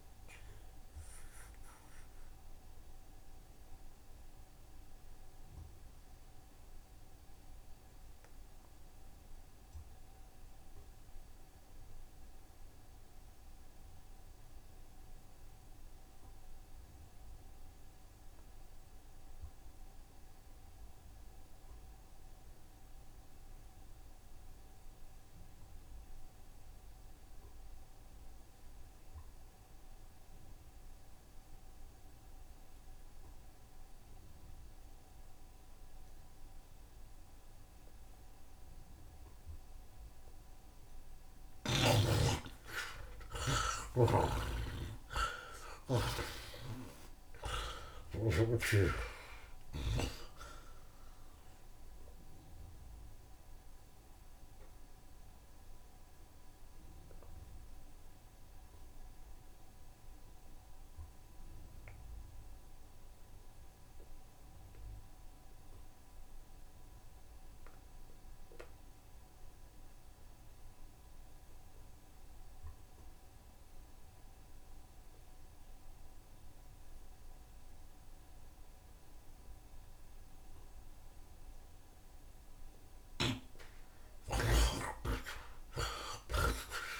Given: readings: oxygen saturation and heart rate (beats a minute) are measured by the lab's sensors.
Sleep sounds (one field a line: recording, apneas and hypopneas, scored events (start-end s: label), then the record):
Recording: breathing in sleep by a room microphone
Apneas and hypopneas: 2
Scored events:
0.00-3.00 s: bradycardia (device-marked, heart rate 41 extreme)
0.00-15.00 s: oxygen desaturation (device-marked, oxygen 55% lowest, heart rate 41 extreme)
1.00-40.50 s: mixed apnea (oxygen 84% before, 52% lowest, heart rate 69 before, 55 extreme, up 44 after)
16.00-18.00 s: long interval between heartbeats (device-marked, heart rate 65 before, 64 extreme)
17.00-21.00 s: bradycardia (device-marked, heart rate 78 before, 55 extreme)
17.00-67.00 s: oxygen desaturation (device-marked, oxygen 86% before, 52% lowest, heart rate 65 before, 56 extreme)
18.50-20.50 s: long interval between heartbeats (device-marked, heart rate 65 before, 64 extreme)
22.00-29.00 s: bradycardia (device-marked, heart rate 78 before, 55 extreme)
24.00-26.00 s: long interval between heartbeats (device-marked, heart rate 67 before, 58 extreme)
42.00-46.00 s: arousal
44.00-49.00 s: tachycardia (device-marked, heart rate 78 before, 110 extreme)
44.50-49.00 s: snoring (device-marked)
45.00-47.00 s: long interval between heartbeats (device-marked, heart rate 70 before, 89 extreme)
47.00-49.00 s: long interval between heartbeats (device-marked, heart rate 74 before, 108 extreme)
53.00-82.50 s: obstructive apnea (oxygen 65% before, 52% lowest, heart rate 88 before, 66 extreme, up 24 after)
65.50-67.50 s: long interval between heartbeats (device-marked, heart rate 91 before, 86 extreme)
69.00-87.00 s: oxygen desaturation (device-marked, oxygen 86% before, 52% lowest, heart rate 88 before, 67 extreme)
72.50-74.50 s: long interval between heartbeats (device-marked, heart rate 85 before, 76 extreme)
84.50-87.00 s: arousal
From the record:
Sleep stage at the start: N2 (light sleep)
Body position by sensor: on the right side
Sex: male